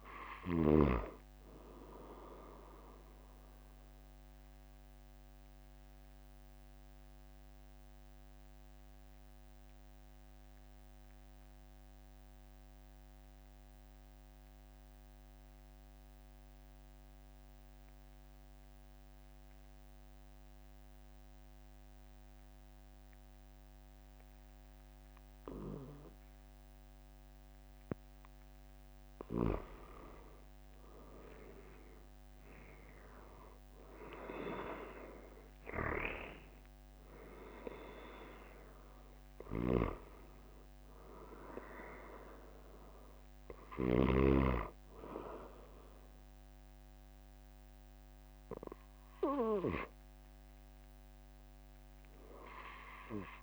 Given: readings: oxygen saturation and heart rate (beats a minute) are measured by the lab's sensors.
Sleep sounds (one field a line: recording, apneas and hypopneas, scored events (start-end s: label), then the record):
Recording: breathing in sleep by a microphone on the trachea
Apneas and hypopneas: 1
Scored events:
5.00-29.50 s: obstructive apnea (oxygen 97% before, 92% lowest, heart rate 46 before, 43 extreme, up 3 after)
32.00-36.50 s: arousal
39.50-44.50 s: snoring (device-marked)
47.50-53.43 s: oxygen desaturation (device-marked, oxygen 95% before, 92% lowest, heart rate 46 before, 43 extreme)
From the record:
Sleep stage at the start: N2 (light sleep)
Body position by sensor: on the back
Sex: male